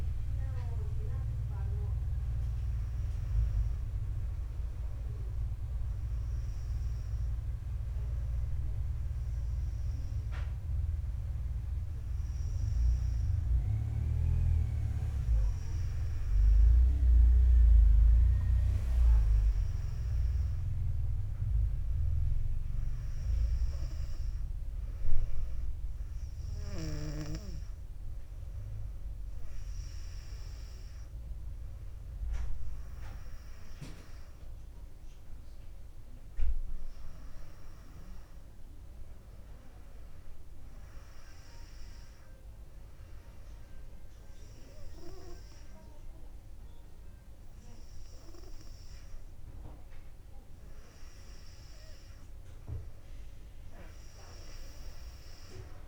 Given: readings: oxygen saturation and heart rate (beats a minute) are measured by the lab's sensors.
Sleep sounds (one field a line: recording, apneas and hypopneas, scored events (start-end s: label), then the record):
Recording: breathing in sleep by a room microphone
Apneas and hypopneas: none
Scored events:
none scored
From the record:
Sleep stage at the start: N2 (light sleep)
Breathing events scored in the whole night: 226 in 3.5 hours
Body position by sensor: on the back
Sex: female